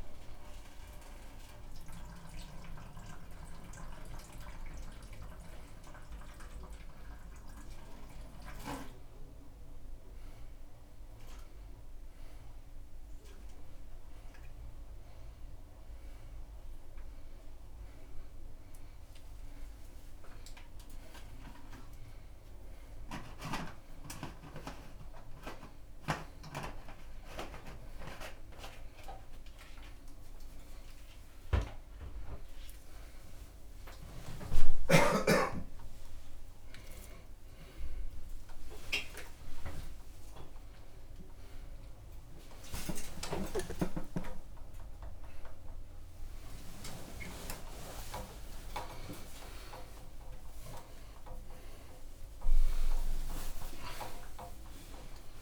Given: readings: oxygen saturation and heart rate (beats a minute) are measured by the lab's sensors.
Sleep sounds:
a person awake in a sleep study, by a room microphone; none
none scored
From the record:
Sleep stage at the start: awake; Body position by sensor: on the back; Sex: male

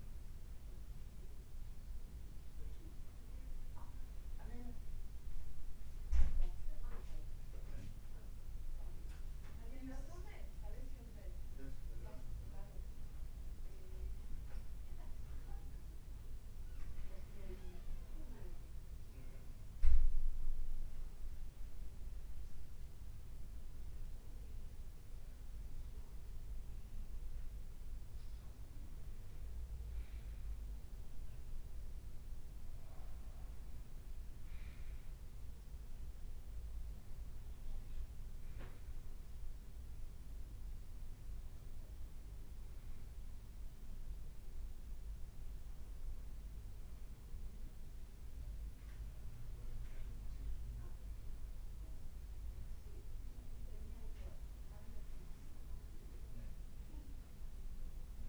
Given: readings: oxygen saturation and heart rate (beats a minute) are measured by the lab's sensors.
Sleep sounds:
breathing in sleep by a room microphone; 1
17.00-27.00 s: obstructive apnea (oxygen 96% before, 91% lowest, heart rate 58 before, 54 extreme, up 1 after)
30.00-34.50 s: arousal
33.00-36.00 s: leg movement (device-marked)
45.00-52.50 s: leg movement (device-marked)
From the record:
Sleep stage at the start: N2 (light sleep); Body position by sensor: on the right side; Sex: male

